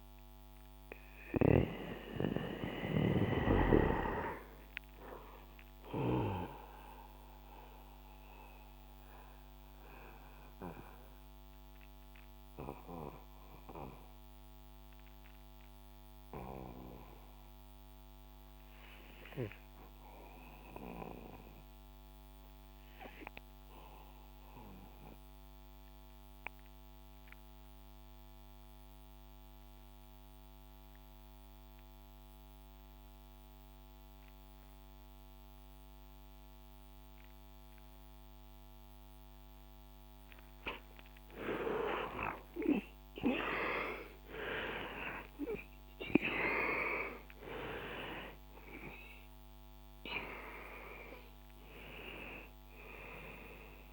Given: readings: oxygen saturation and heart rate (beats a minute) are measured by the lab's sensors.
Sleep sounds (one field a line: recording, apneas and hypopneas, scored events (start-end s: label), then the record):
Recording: breathing in sleep by a microphone on the trachea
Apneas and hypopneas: 1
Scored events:
0.00-18.50 s: oxygen desaturation (device-marked, oxygen 76% lowest, heart rate 58 extreme)
7.50-40.50 s: mixed apnea (oxygen 93% before, 76% lowest, heart rate 79 before, 60 extreme, up 22 after)
34.50-53.93 s: oxygen desaturation (device-marked, oxygen 99% before, 78% lowest, heart rate 70 before, 61 extreme)
42.00-47.50 s: arousal
From the record:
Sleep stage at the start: REM sleep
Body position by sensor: on the back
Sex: male